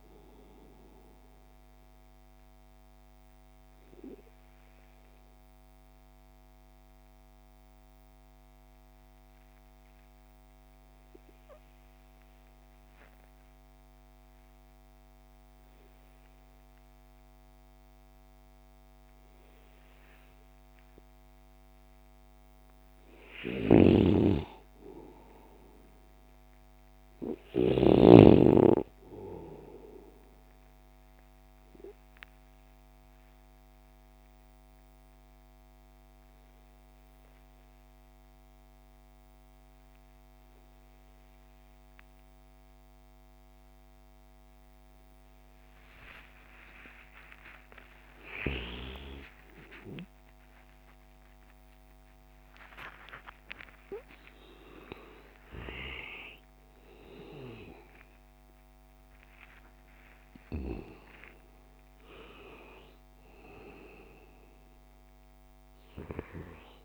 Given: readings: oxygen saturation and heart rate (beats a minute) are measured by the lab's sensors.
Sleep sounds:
breathing in sleep by a microphone on the trachea; 2
0.00-9.00 s: oxygen desaturation (device-marked, oxygen 92% lowest)
5.00-20.50 s: hypopnea (oxygen 98% before, 91% lowest)
22.00-25.00 s: arousal
23.00-27.50 s: snoring (device-marked)
25.00-46.00 s: oxygen desaturation (device-marked, oxygen 97% before, 91% lowest)
32.00-46.50 s: hypopnea (oxygen 97% before, 91% lowest)
47.00-51.50 s: arousal
From the record:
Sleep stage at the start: REM sleep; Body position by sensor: on the left side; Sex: male

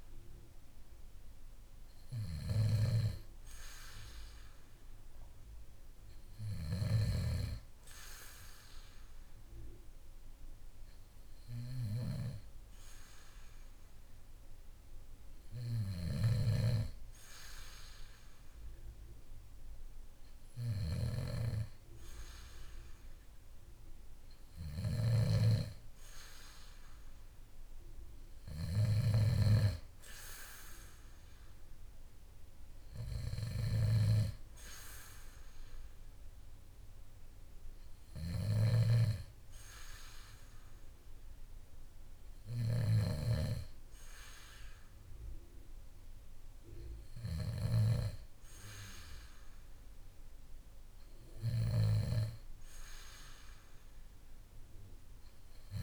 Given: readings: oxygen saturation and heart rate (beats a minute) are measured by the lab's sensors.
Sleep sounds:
breathing in sleep by a room microphone; none
24.50-29.00 s: snoring (device-marked)
38.00-42.50 s: snoring (device-marked)
51.00-55.83 s: snoring (device-marked)
From the record:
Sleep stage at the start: N2 (light sleep); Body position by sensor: on the back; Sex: male

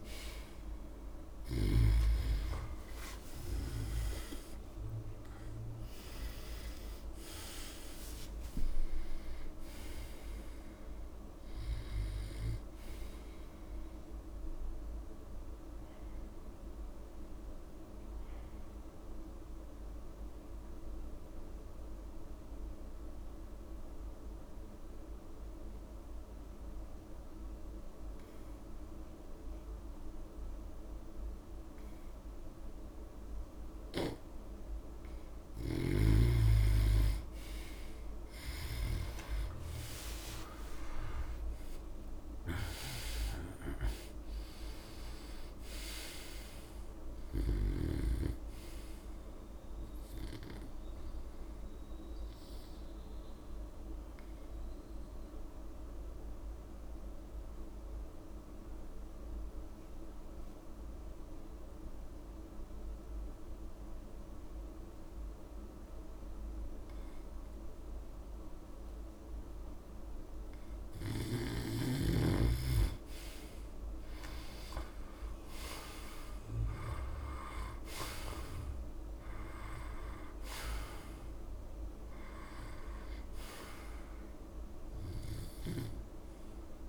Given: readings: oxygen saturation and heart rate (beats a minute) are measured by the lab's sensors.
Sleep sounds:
breathing in sleep by a room microphone; 2
0.00-2.00 s: snoring (device-marked)
0.00-24.50 s: oxygen desaturation (device-marked, oxygen 90% lowest)
2.50-4.50 s: long interval between heartbeats (device-marked)
2.50-6.50 s: arousal
5.50-7.50 s: long interval between heartbeats (device-marked, heart rate 37 before, 94 extreme)
15.50-33.00 s: obstructive apnea (oxygen 99% before, 90% lowest)
37.50-61.50 s: oxygen desaturation (device-marked, oxygen 99% before, 90% lowest)
38.50-43.00 s: arousal
41.50-43.50 s: long interval between heartbeats (device-marked, heart rate 63 before, 124 extreme)
52.00-70.00 s: mixed apnea (oxygen 99% before, 90% lowest)
73.50-77.00 s: arousal
75.50-86.89 s: oxygen desaturation (device-marked, oxygen 98% before, 91% lowest)
From the record:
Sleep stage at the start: N2 (light sleep); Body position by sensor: on the back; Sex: male

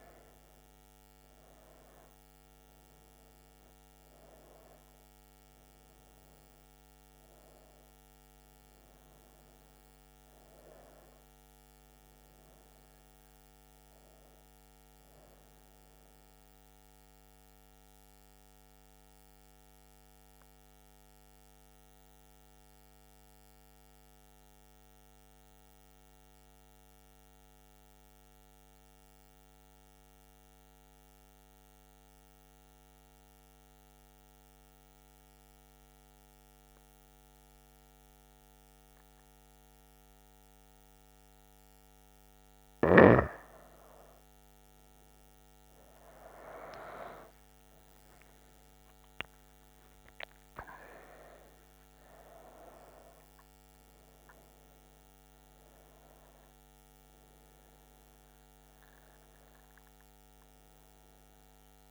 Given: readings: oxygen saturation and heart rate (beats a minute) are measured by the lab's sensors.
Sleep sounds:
breathing in sleep by a microphone on the trachea; 1
0.00-1.00 s: arousal
0.00-23.00 s: oxygen desaturation (device-marked, oxygen 92% lowest, heart rate 62 extreme)
15.50-41.50 s: mixed apnea (oxygen 97% before, 92% lowest, heart rate 74 before, 62 extreme, up 11 after)
40.00-61.91 s: oxygen desaturation (device-marked, oxygen 99% before, 93% lowest, heart rate 64 before, 62 extreme)
45.50-49.50 s: arousal
From the record:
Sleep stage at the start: N2 (light sleep); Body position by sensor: on the right side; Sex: female

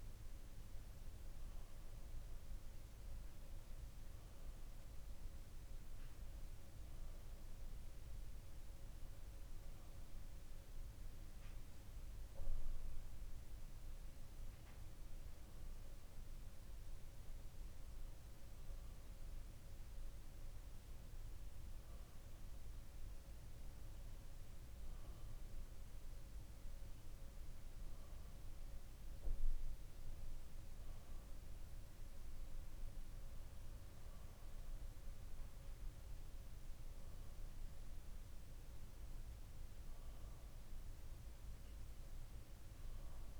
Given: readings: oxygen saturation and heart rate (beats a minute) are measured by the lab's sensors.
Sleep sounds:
breathing in sleep, hard to hear, by a room microphone; none
none scored
From the record:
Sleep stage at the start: N2 (light sleep); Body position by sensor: on the back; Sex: male

